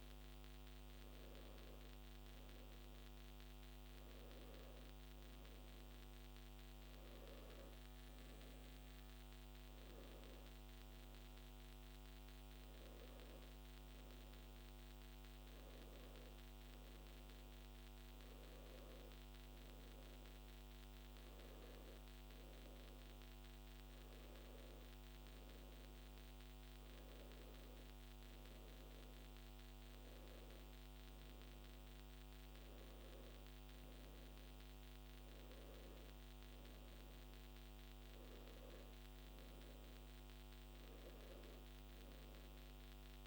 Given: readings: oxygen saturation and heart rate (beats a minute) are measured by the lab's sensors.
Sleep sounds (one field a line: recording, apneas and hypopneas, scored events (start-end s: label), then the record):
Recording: breathing in sleep, hard to hear, by a microphone on the trachea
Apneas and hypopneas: none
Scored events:
none scored
From the record:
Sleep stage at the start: N2 (light sleep)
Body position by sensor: on the back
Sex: male